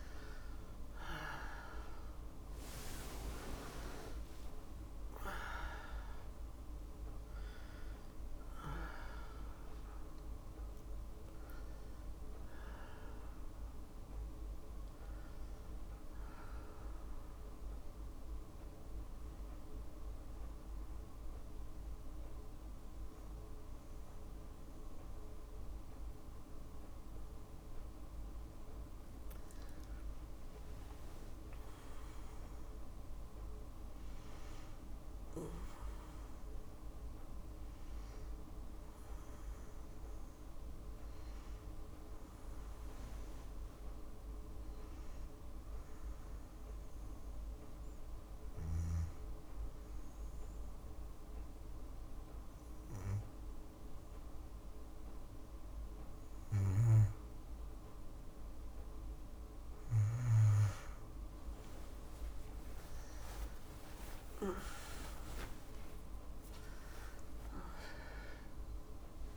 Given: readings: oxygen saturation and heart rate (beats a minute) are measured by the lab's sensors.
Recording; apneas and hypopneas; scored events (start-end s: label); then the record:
breathing in sleep by a room microphone; 2
20.00-30.00 s: obstructive apnea (oxygen 97% before, 92% lowest, heart rate 67 before, 59 extreme, up 5 after)
31.50-36.00 s: arousal
45.50-56.50 s: hypopnea (oxygen 97% before, 92% lowest, heart rate 62 before, 60 extreme, up 14 after)
55.00-69.37 s: new sleep stage, awake
66.00-69.37 s: oxygen desaturation (device-marked, oxygen 96% before, 92% lowest, heart rate 63 before, 27 extreme)
From the record:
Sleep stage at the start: N1 (lightest sleep); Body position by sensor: on the back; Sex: female